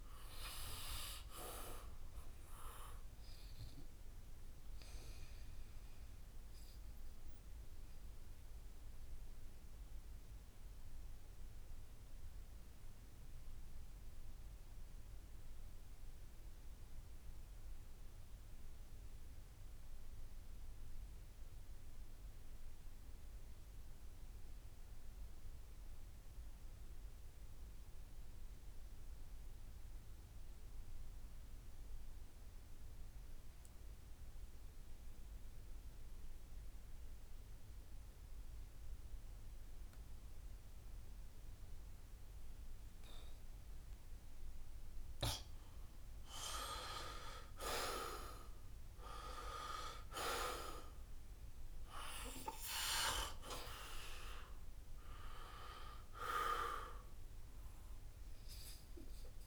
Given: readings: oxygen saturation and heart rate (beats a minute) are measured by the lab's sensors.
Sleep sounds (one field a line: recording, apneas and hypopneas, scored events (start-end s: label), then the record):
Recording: breathing in sleep by a room microphone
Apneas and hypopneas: 1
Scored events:
0.00-21.50 s: oxygen desaturation (device-marked, oxygen 81% lowest, heart rate 66 extreme)
5.50-43.50 s: obstructive apnea (oxygen 96% before, 79% lowest, heart rate 73 before, 66 extreme, up 2 after)
35.50-59.47 s: oxygen desaturation (device-marked, oxygen 97% before, 79% lowest, heart rate 69 before, 66 extreme)
47.00-50.50 s: arousal
From the record:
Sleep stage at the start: N2 (light sleep)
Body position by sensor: on the back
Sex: male